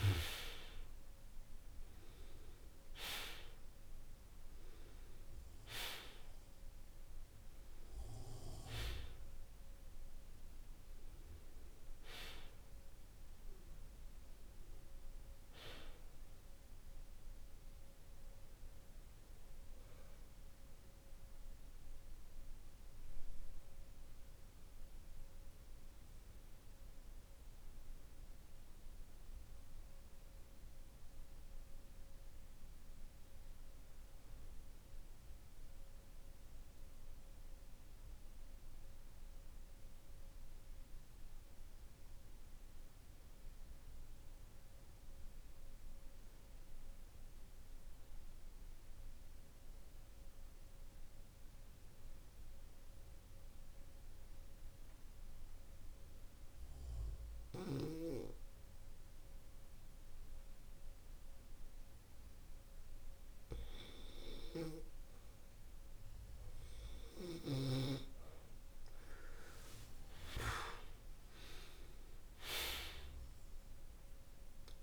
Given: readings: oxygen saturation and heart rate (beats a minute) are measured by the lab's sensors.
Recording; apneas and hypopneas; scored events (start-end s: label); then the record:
breathing in sleep by a room microphone; 1
0.00-1.50 s: arousal
0.00-10.50 s: oxygen desaturation (device-marked, oxygen 88% lowest, heart rate 48 extreme)
17.50-66.50 s: obstructive apnea (oxygen 91% before, 86% lowest, heart rate 56 before, 47 extreme, up 33 after)
48.50-74.83 s: oxygen desaturation (device-marked, oxygen 98% before, 86% lowest, heart rate 49 before, 47 extreme)
69.00-74.00 s: arousal
From the record:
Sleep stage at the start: REM sleep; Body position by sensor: on the back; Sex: male